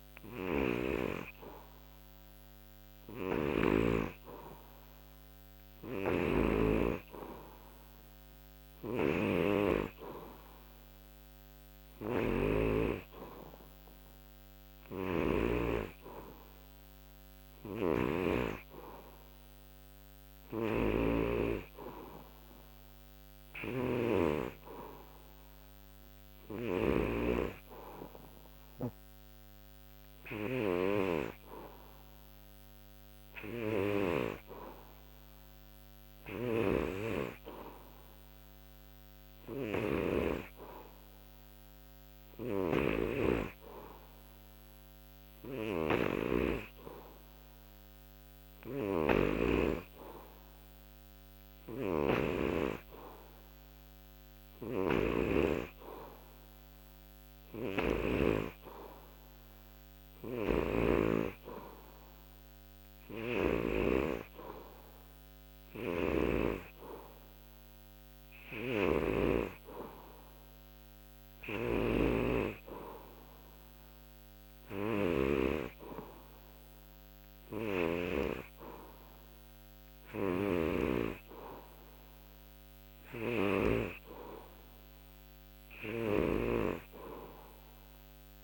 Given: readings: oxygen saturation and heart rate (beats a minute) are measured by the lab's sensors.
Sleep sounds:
breathing in sleep by a microphone on the trachea; none
0.00-3.50 s: snoring (device-marked)
5.50-15.50 s: snoring (device-marked)
17.50-40.00 s: snoring (device-marked)
32.00-88.44 s: new sleep stage, N3 (deep sleep)
42.00-58.00 s: snoring (device-marked)
60.00-63.50 s: snoring (device-marked)
65.50-69.00 s: snoring (device-marked)
71.00-78.00 s: snoring (device-marked)
80.00-88.44 s: snoring (device-marked)
From the record:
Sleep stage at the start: N2 (light sleep); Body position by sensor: on the back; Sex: male

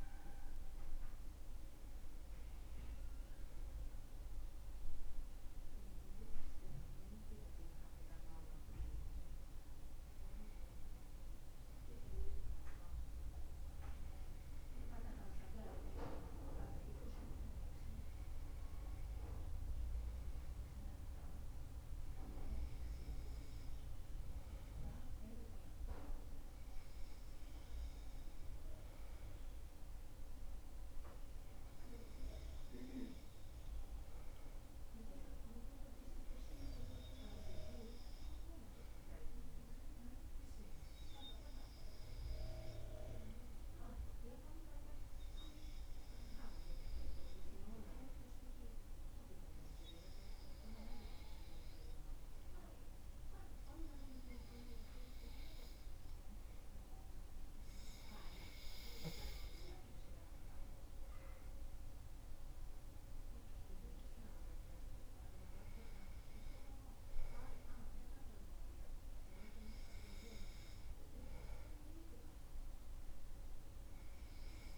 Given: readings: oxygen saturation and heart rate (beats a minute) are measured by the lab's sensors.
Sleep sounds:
breathing in sleep by a room microphone; 1
35.50-59.00 s: hypopnea (oxygen 97% before, 93% lowest, heart rate 69 before, 65 extreme, up 8 after)
60.00-63.50 s: arousal
From the record:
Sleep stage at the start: N2 (light sleep); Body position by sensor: on the back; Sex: male

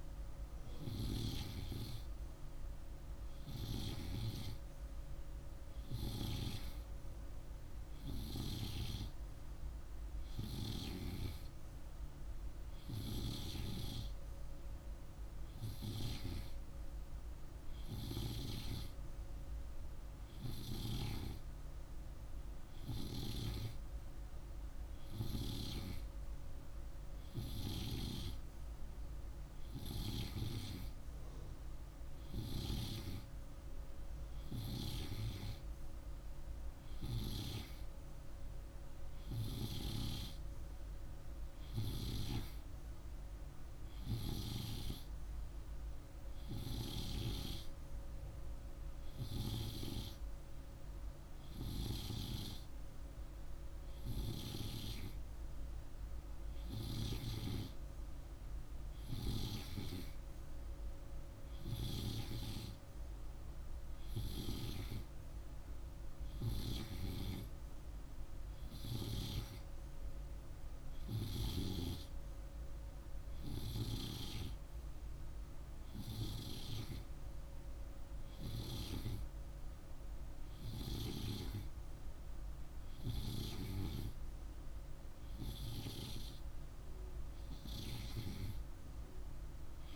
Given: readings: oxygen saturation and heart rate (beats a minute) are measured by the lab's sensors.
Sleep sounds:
breathing in sleep by a room microphone; none
none scored
From the record:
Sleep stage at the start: N2 (light sleep); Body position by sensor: on the right side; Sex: male

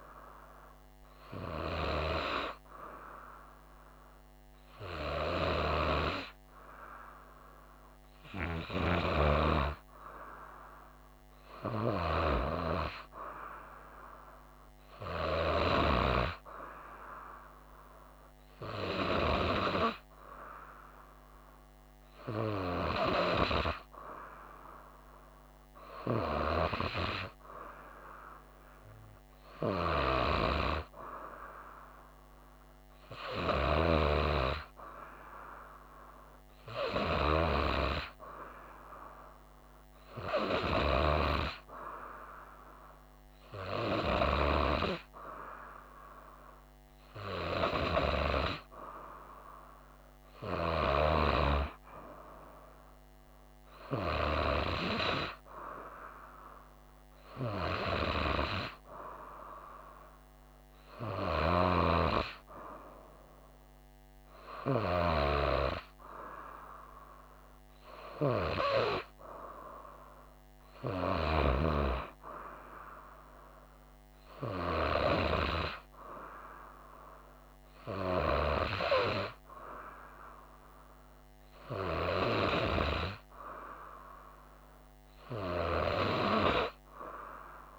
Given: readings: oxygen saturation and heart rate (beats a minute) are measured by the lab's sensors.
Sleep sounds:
breathing in sleep by a microphone on the trachea; none
none scored
From the record:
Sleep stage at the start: N2 (light sleep); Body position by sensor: on the right side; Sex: female

